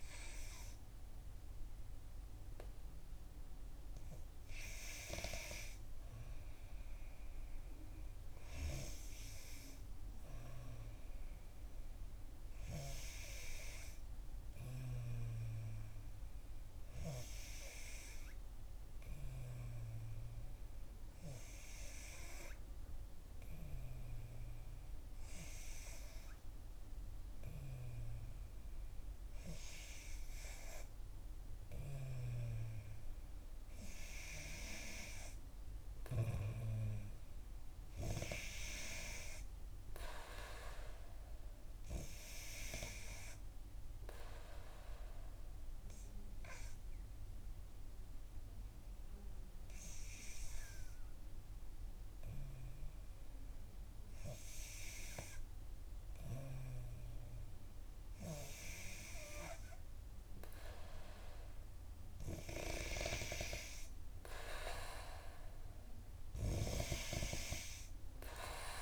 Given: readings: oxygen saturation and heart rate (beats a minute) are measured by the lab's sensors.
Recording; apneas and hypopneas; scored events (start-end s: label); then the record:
breathing in sleep by a room microphone; 1
43.50-55.50 s: obstructive apnea (oxygen 92% before, 88% lowest, heart rate 65 before, 60 extreme, up 4 after)
57.50-60.50 s: arousal
63.50-68.82 s: oxygen desaturation (device-marked, oxygen 92% before, 89% lowest, heart rate 64 before, 61 extreme)
From the record:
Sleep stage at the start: N3 (deep sleep); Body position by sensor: on the back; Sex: female